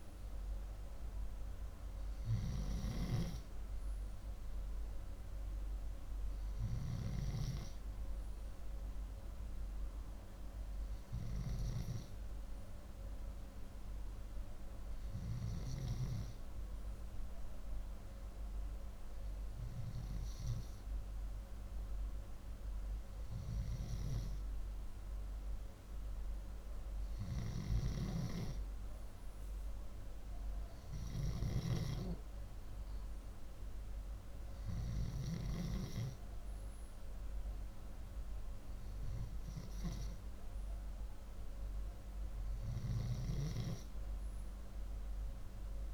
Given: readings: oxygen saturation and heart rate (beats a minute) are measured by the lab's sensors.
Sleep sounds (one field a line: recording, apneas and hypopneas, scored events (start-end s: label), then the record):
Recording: breathing in sleep by a room microphone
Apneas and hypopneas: none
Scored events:
27.00-31.50 s: snoring (device-marked)
33.00-36.00 s: oxygen desaturation (device-marked, oxygen 96% before, 92% lowest)
From the record:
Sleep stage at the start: N2 (light sleep)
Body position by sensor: upright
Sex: male